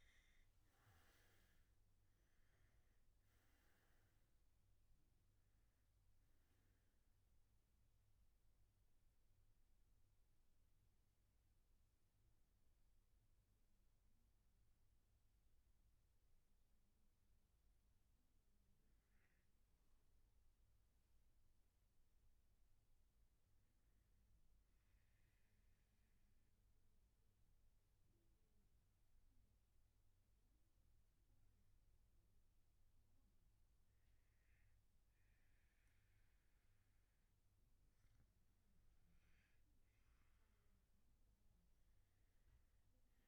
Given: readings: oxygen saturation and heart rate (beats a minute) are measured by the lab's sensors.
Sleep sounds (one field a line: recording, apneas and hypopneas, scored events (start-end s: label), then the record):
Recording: breathing in sleep, hard to hear, by a room microphone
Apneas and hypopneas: 1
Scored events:
3.50-22.50 s: oxygen desaturation (device-marked, oxygen 95% before, 91% lowest, heart rate 129 before, 117 extreme)
25.50-38.50 s: obstructive apnea (oxygen 95% before, 90% lowest, heart rate 131 before, 117 extreme, up 12 after)
From the record:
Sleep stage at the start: N1 (lightest sleep)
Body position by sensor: on the back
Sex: male